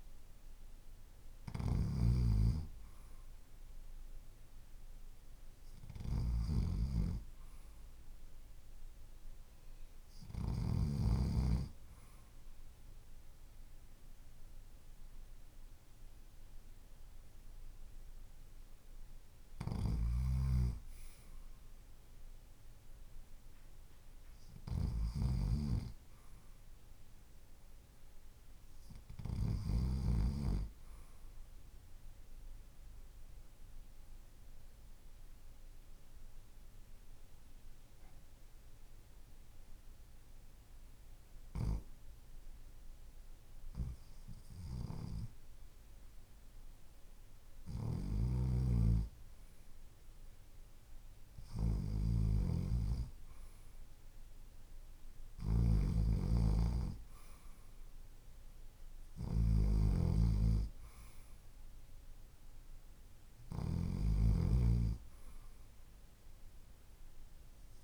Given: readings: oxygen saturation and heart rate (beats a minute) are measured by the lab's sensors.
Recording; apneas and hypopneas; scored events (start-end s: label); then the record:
breathing in sleep by a room microphone; 1
0.00-10.50 s: snoring (device-marked)
19.00-29.50 s: snoring (device-marked)
32.00-44.50 s: obstructive apnea (oxygen 95% before, 92% lowest, heart rate 52 before, 50 extreme, up 2 after)
47.50-67.84 s: snoring (device-marked)
48.00-52.00 s: arousal
61.00-67.84 s: oxygen desaturation (device-marked, oxygen 95% before, 92% lowest, heart rate 52 before, 51 extreme)
From the record:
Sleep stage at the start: REM sleep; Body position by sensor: on the left side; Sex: male